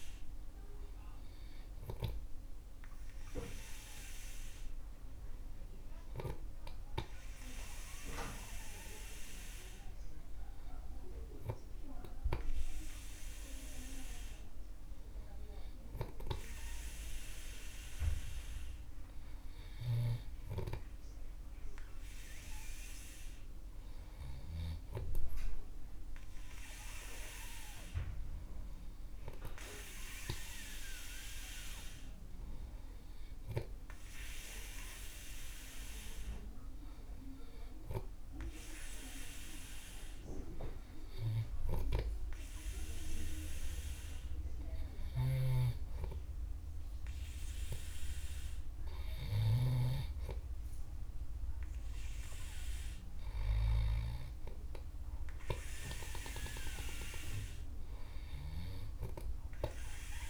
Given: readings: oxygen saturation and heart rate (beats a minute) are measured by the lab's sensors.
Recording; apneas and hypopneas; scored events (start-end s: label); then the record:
breathing in sleep by a room microphone; none
45.50-50.00 s: snoring (device-marked)
From the record:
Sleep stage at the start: N2 (light sleep); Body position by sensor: on the back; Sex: male